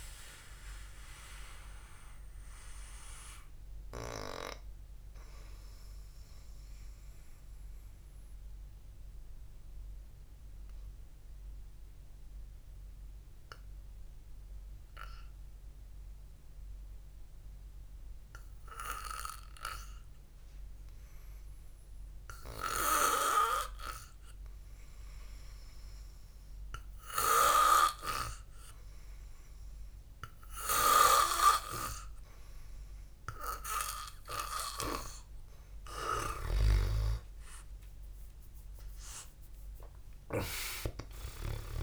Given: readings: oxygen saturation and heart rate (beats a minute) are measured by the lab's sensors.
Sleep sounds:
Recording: breathing in sleep by a room microphone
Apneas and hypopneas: 1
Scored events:
0.00-21.00 s: oxygen desaturation (device-marked, oxygen 97% before, 90% lowest, heart rate 63 before, 50 extreme)
9.50-22.50 s: obstructive apnea (oxygen 98% before, 90% lowest, heart rate 58 before, 50 extreme)
24.00-27.00 s: arousal
From the record:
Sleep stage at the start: N2 (light sleep)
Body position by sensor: on the back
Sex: male

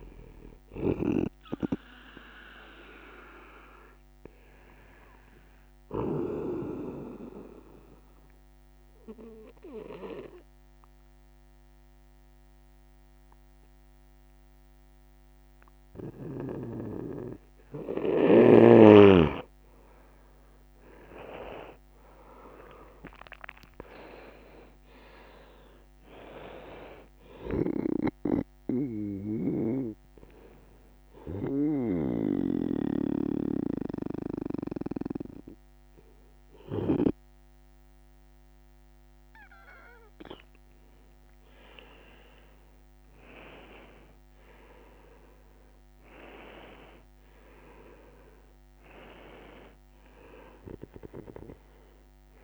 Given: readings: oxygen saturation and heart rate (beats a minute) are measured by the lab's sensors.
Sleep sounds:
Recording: breathing in sleep by a microphone on the trachea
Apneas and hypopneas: 2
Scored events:
0.00-1.50 s: oxygen desaturation (device-marked, oxygen 92% lowest, heart rate 71 extreme)
4.00-18.00 s: obstructive apnea (oxygen 98% before, 90% lowest, heart rate 74 before, 71 extreme, up 8 after)
20.00-22.50 s: arousal
25.50-47.50 s: oxygen desaturation (device-marked, oxygen 96% before, 90% lowest, heart rate 73 before, 70 extreme)
30.00-40.50 s: hypopnea (oxygen 98% before, 90% lowest, heart rate 74 before, 71 extreme, up 4 after)
42.00-47.00 s: arousal
From the record:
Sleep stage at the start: N2 (light sleep)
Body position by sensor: on the right side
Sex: male

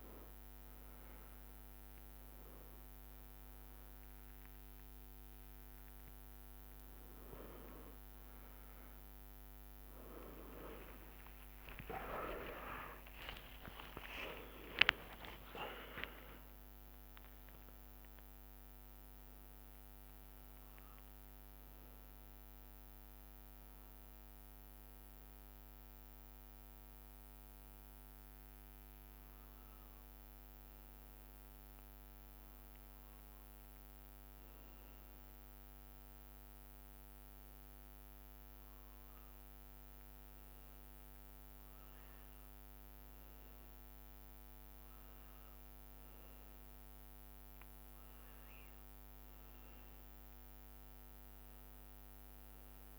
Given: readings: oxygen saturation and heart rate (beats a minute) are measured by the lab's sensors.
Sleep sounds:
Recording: a person partly awake in a sleep study, by a microphone on the trachea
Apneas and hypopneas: none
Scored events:
9.50-16.50 s: tachycardia (device-marked, heart rate 94 before, 142 extreme)
11.50-13.50 s: long interval between heartbeats (device-marked, heart rate 75 before, 92 extreme)
17.50-19.50 s: long interval between heartbeats (device-marked, heart rate 90 before, 125 extreme)
18.50-52.98 s: new sleep stage, N1 (lightest sleep)
From the record:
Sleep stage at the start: awake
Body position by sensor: on the back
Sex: male

